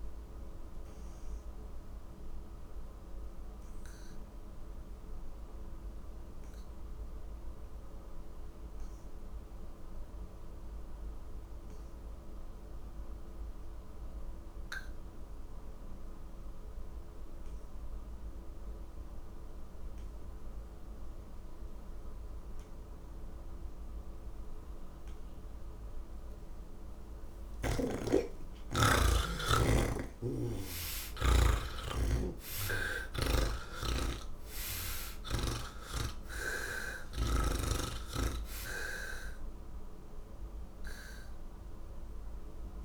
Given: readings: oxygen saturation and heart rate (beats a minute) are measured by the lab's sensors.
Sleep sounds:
breathing in sleep by a room microphone; none
0.00-15.00 s: oxygen desaturation (device-marked, oxygen 78% lowest)
22.00-34.00 s: oxygen desaturation (device-marked, oxygen 97% before, 87% lowest, heart rate 133 before, 89 extreme)
29.50-33.00 s: snoring (device-marked)
39.00-42.85 s: oxygen desaturation (device-marked, oxygen 89% before, 76% lowest, heart rate 124 before, 58 extreme)
From the record:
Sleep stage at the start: N3 (deep sleep); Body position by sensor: on the back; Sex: male

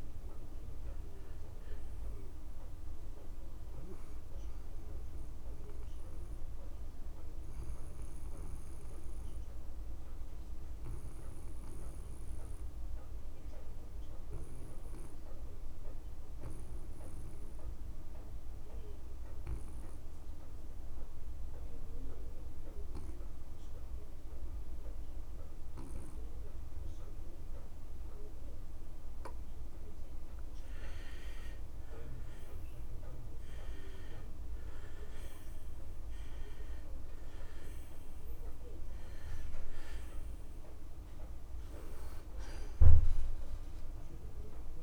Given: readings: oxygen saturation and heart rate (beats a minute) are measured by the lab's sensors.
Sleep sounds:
breathing in sleep, hard to hear, by a room microphone; 1
0.00-18.00 s: oxygen desaturation (device-marked, oxygen 79% lowest)
6.50-29.50 s: obstructive apnea (oxygen 96% before, 79% lowest)
32.00-35.00 s: arousal
35.00-44.83 s: oxygen desaturation (device-marked, oxygen 98% before, 85% lowest)
From the record:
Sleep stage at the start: N2 (light sleep); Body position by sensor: on the back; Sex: male

